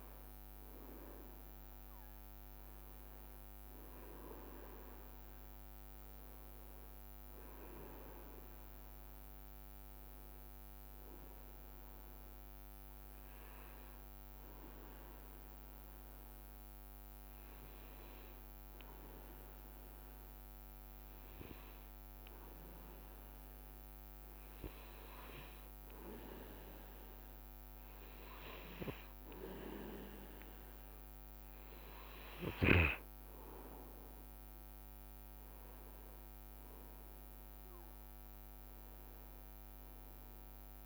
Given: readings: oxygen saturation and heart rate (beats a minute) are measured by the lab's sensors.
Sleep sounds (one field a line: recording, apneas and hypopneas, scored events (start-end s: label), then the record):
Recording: breathing in sleep by a microphone on the trachea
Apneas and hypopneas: 1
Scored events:
9.50-25.00 s: hypopnea (oxygen 98% before, 94% lowest, heart rate 66 before, 60 extreme, up 6 after)
27.00-32.00 s: arousal
29.50-40.50 s: oxygen desaturation (device-marked, oxygen 98% before, 94% lowest, heart rate 62 before, 60 extreme)
From the record:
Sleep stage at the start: N2 (light sleep)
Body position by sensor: on the back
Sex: male